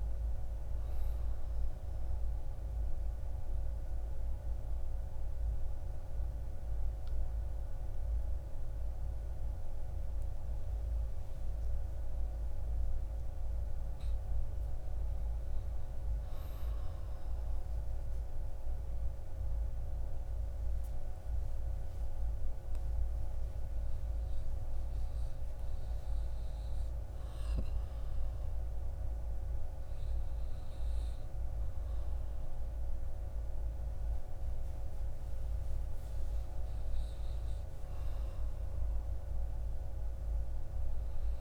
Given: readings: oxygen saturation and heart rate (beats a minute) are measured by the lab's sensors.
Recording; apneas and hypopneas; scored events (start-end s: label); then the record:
breathing in sleep, hard to hear, by a room microphone; 1
1.00-13.50 s: central apnea (oxygen 96% before, 94% lowest, heart rate 65 before, 57 extreme, up 7 after)
15.50-19.50 s: arousal
28.50-41.41 s: new sleep stage, N2 (light sleep)
From the record:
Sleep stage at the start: N1 (lightest sleep); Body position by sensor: on the back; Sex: male